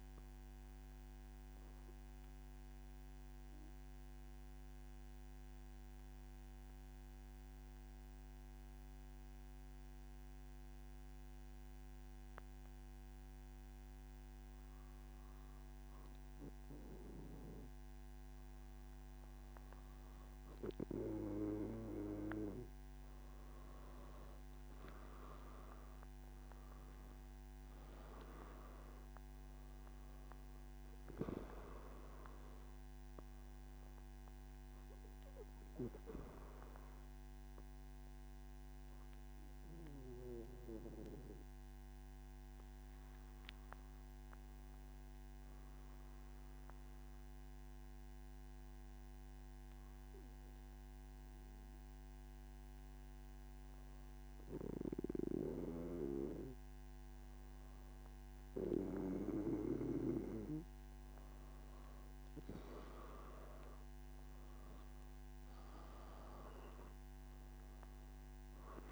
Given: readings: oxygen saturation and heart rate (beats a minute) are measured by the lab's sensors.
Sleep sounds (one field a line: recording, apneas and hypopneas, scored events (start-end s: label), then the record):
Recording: breathing in sleep by a microphone on the trachea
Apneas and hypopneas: 2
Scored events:
3.00-20.00 s: mixed apnea (oxygen 96% before, 92% lowest, heart rate 122 before, 107 extreme, up 9 after)
27.00-68.92 s: new sleep stage, N1 (lightest sleep)
38.50-56.50 s: obstructive apnea (oxygen 96% before, 92% lowest, heart rate 120 before, 102 extreme)
46.00-64.00 s: oxygen desaturation (device-marked, oxygen 95% before, 92% lowest, heart rate 117 before, 102 extreme)
From the record:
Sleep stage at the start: N3 (deep sleep)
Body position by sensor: on the back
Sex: male